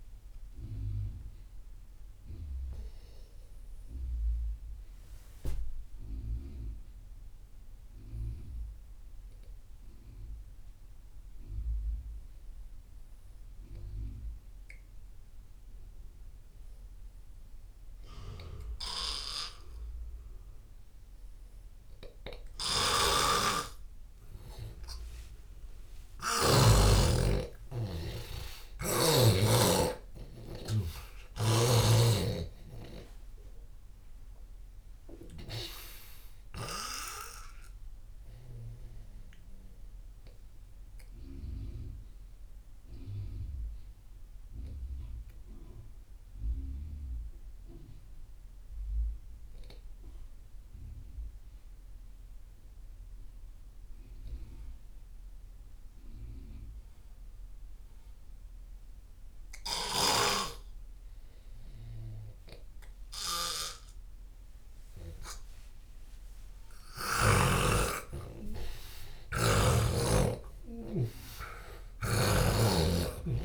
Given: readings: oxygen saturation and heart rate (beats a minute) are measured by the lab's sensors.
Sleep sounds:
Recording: breathing in sleep by a room microphone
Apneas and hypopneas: 2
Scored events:
0.00-17.00 s: oxygen desaturation (device-marked, oxygen 95% before, 86% lowest)
2.50-25.00 s: obstructive apnea (oxygen 98% before, 86% lowest)
22.50-29.50 s: snoring (device-marked)
26.00-30.00 s: arousal
33.00-58.00 s: oxygen desaturation (device-marked, oxygen 97% before, 86% lowest)
40.50-65.50 s: obstructive apnea (oxygen 97% before, 85% lowest)
67.00-71.50 s: arousal
72.00-73.45 s: snoring (device-marked)
From the record:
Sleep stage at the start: N2 (light sleep)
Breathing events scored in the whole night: 519 in 6.8 hours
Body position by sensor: on the left side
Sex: male

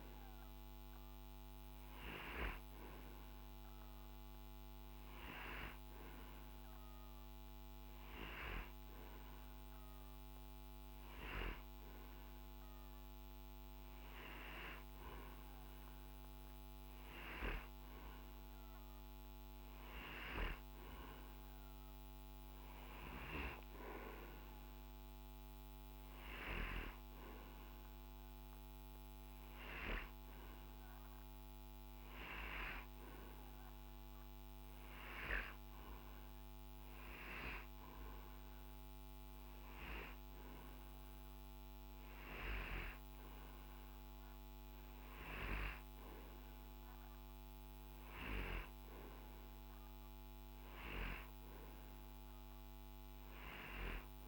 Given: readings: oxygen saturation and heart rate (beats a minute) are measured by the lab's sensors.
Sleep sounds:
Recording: breathing in sleep by a microphone on the trachea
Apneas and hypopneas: none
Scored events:
none scored
From the record:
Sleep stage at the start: N2 (light sleep)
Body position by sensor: on the right side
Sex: male

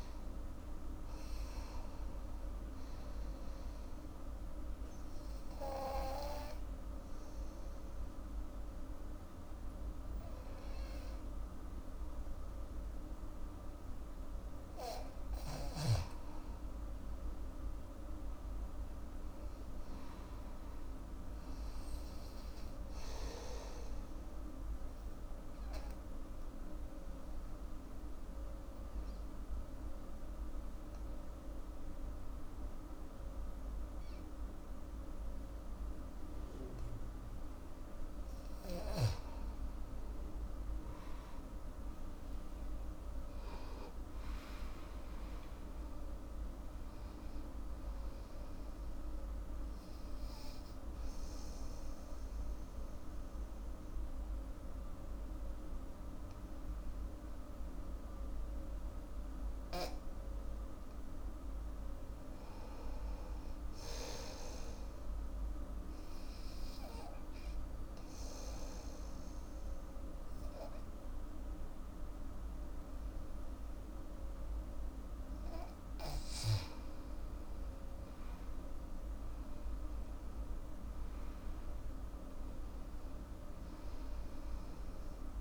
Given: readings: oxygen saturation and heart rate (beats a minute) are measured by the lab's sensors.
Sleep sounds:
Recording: breathing in sleep, hard to hear, by a room microphone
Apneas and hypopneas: 4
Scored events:
4.50-15.00 s: obstructive apnea (oxygen 97% before, 87% lowest, heart rate 82 before, 64 extreme, up 15 after)
17.00-20.50 s: arousal
19.50-36.50 s: oxygen desaturation (device-marked, oxygen 97% before, 91% lowest, heart rate 78 before, 64 extreme)
24.50-37.50 s: obstructive apnea (oxygen 97% before, 87% lowest, heart rate 78 before, 65 extreme, up 23 after)
41.00-46.00 s: arousal
44.50-64.50 s: oxygen desaturation (device-marked, oxygen 98% before, 87% lowest, heart rate 73 before, 65 extreme)
49.00-60.00 s: obstructive apnea (oxygen 98% before, 87% lowest, heart rate 76 before, 65 extreme, up 14 after)
61.50-64.50 s: arousal
65.50-76.00 s: obstructive apnea (oxygen 98% before, 89% lowest, heart rate 75 before, 70 extreme, up 13 after)
66.50-76.50 s: oxygen desaturation (device-marked, oxygen 100% before, 93% lowest, heart rate 75 before, 70 extreme)
78.50-85.41 s: oxygen desaturation (device-marked, oxygen 97% before, 89% lowest, heart rate 75 before, 70 extreme)
79.00-82.50 s: arousal
From the record:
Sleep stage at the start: N2 (light sleep)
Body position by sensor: on the back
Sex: female

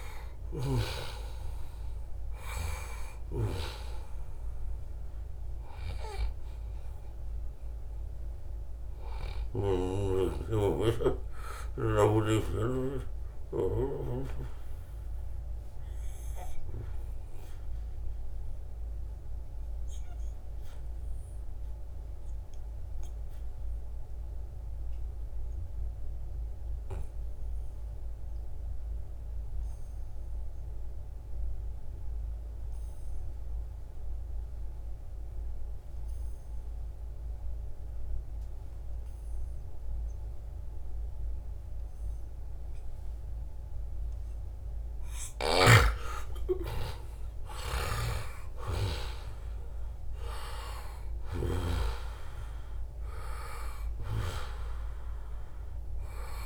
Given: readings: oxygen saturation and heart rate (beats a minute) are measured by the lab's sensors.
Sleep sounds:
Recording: breathing in sleep by a room microphone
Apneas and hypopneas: 1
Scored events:
0.00-17.50 s: oxygen desaturation (device-marked, oxygen 89% lowest, heart rate 69 extreme)
14.00-43.50 s: obstructive apnea (oxygen 96% before, 86% lowest, heart rate 78 before, 68 extreme, up 1 after)
34.50-56.46 s: oxygen desaturation (device-marked, oxygen 98% before, 86% lowest, heart rate 77 before, 68 extreme)
45.00-49.00 s: arousal
From the record:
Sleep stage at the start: N2 (light sleep)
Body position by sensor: on the back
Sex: male

